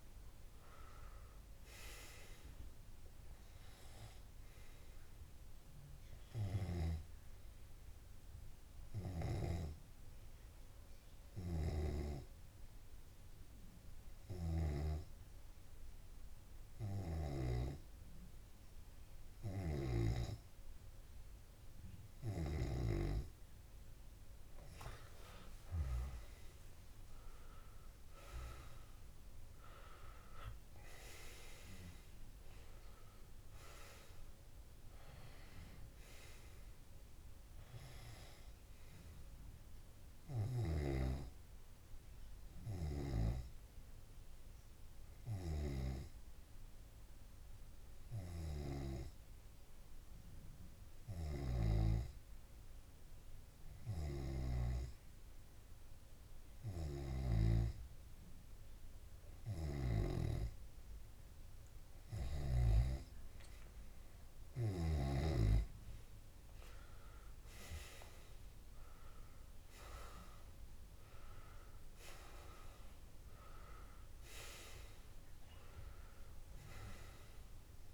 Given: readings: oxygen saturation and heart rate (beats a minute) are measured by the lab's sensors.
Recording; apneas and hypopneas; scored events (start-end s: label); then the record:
breathing in sleep by a room microphone; 2
6.00-24.00 s: hypopnea (oxygen 97% before, 94% lowest)
26.00-30.00 s: arousal
42.00-61.50 s: hypopnea (oxygen 97% before, 94% lowest)
67.00-70.00 s: arousal
67.50-77.93 s: oxygen desaturation (device-marked, oxygen 98% before, 94% lowest)
From the record:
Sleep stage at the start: N2 (light sleep); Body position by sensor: on the left side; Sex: male